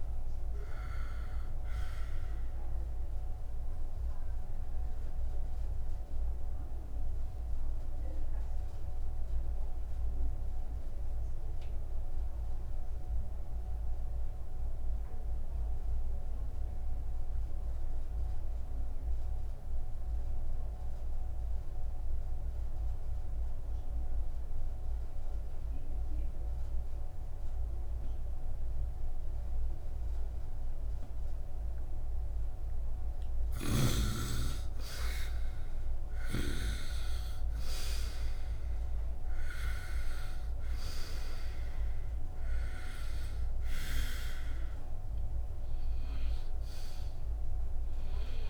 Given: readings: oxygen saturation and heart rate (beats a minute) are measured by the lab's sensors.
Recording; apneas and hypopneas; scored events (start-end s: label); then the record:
breathing in sleep by a room microphone; 1
1.00-21.00 s: oxygen desaturation (device-marked, oxygen 97% before, 91% lowest, heart rate 68 before, 59 extreme)
3.50-33.00 s: obstructive apnea (oxygen 97% before, 80% lowest, heart rate 68 before, 59 extreme, up 2 after)
10.50-12.50 s: long interval between heartbeats (device-marked, heart rate 68 before, 76 extreme)
33.00-48.50 s: oxygen desaturation (device-marked, oxygen 99% before, 80% lowest, heart rate 68 before, 61 extreme)
35.00-39.50 s: arousal
From the record:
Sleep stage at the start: N2 (light sleep); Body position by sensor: upright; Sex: male